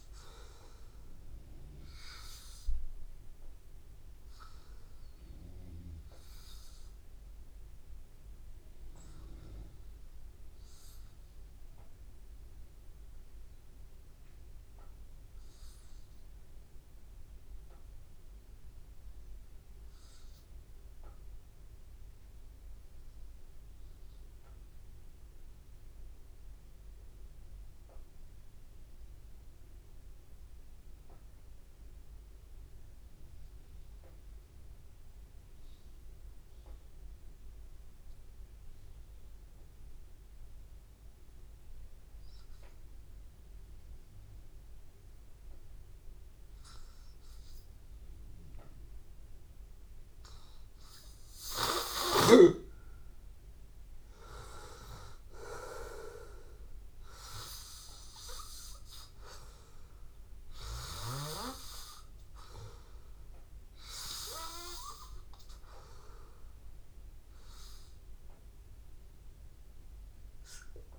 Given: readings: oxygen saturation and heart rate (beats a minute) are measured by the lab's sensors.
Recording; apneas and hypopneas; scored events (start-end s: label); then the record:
breathing in sleep by a room microphone; 1
8.50-47.00 s: mixed apnea (oxygen 96% before, 92% lowest, heart rate 84 before, 78 extreme, up 3 after)
35.00-70.99 s: oxygen desaturation (device-marked, oxygen 98% before, 92% lowest, heart rate 82 before, 78 extreme)
47.00-49.00 s: long interval between heartbeats (device-marked, heart rate 82 before, 81 extreme)
49.00-52.50 s: arousal
From the record:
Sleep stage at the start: N2 (light sleep); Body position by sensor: on the back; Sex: male